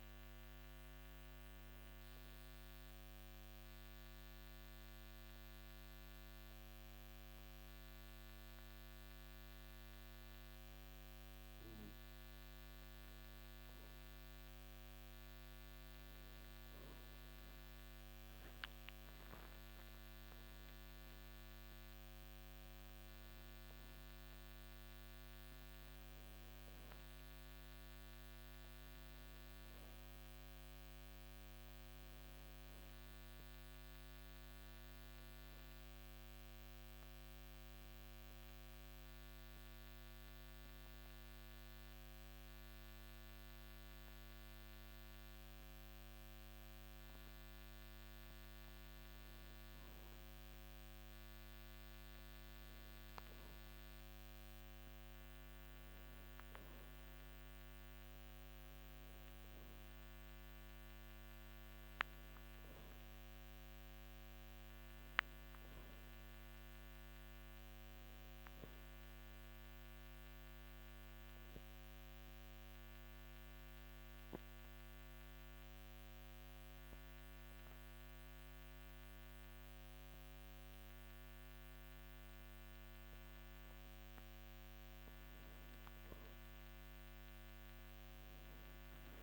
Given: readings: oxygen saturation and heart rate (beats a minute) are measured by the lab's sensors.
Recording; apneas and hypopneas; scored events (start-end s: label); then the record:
breathing in sleep, hard to hear, by a microphone on the trachea; 3
4.00-14.00 s: hypopnea (oxygen 97% before, 94% lowest)
20.50-24.50 s: arousal
38.50-49.00 s: obstructive apnea (oxygen 97% before, 92% lowest)
50.50-54.50 s: arousal
69.50-83.50 s: obstructive apnea (oxygen 97% before, 92% lowest)
From the record:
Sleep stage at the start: N2 (light sleep); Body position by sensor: on the back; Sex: male